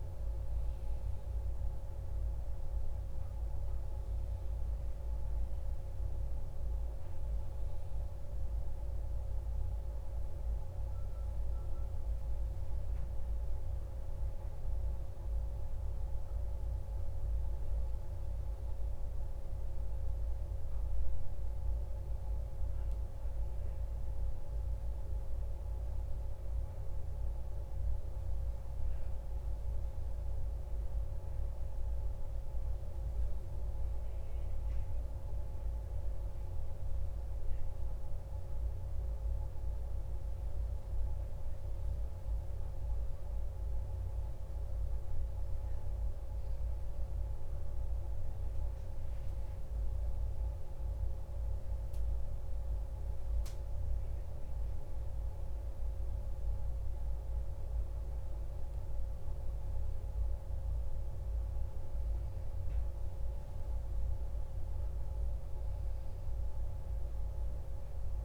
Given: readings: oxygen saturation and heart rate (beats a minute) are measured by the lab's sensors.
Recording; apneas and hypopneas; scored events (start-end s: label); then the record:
breathing in sleep, hard to hear, by a room microphone; none
none scored
From the record:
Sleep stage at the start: N1 (lightest sleep); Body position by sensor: on the back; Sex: male